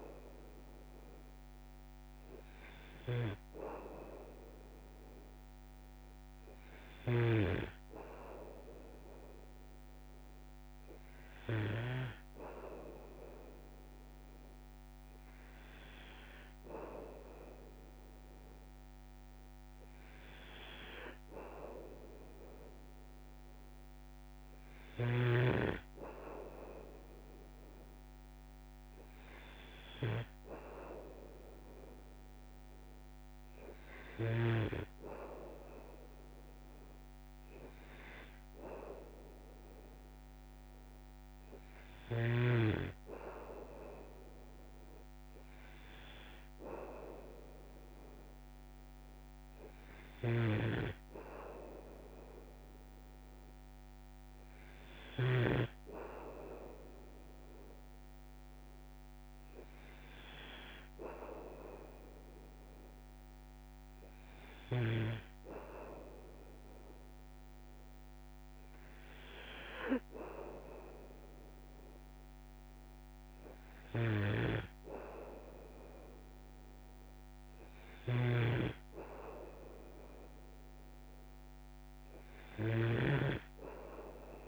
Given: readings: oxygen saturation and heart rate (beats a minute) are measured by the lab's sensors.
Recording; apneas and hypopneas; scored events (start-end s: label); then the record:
breathing in sleep by a microphone on the trachea; none
0.00-12.00 s: snoring (device-marked)
50.00-55.50 s: snoring (device-marked)
74.00-84.48 s: snoring (device-marked)
From the record:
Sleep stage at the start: N2 (light sleep); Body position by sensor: on the back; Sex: male